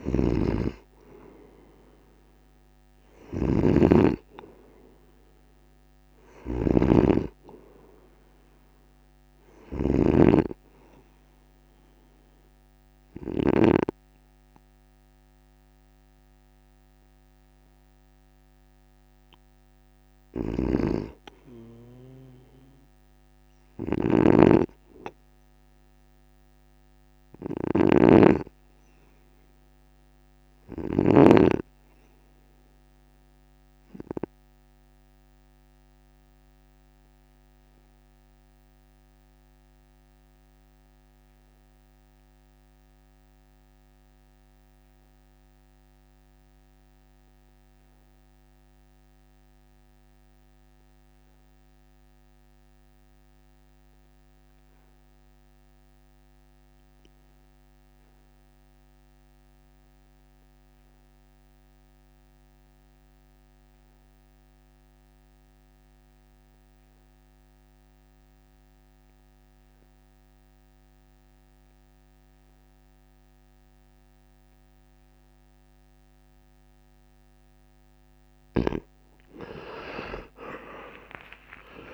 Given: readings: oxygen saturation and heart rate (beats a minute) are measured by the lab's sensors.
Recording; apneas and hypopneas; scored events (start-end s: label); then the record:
breathing in sleep by a microphone on the trachea; 1
0.00-13.50 s: snoring (device-marked)
20.50-31.00 s: snoring (device-marked)
26.50-29.50 s: arousal
34.00-77.00 s: obstructive apnea (oxygen 97% before, 83% lowest)
47.50-81.94 s: oxygen desaturation (device-marked, oxygen 97% before, 83% lowest)
75.50-81.94 s: new sleep stage, awake
From the record:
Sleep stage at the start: N2 (light sleep); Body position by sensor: on the right side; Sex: male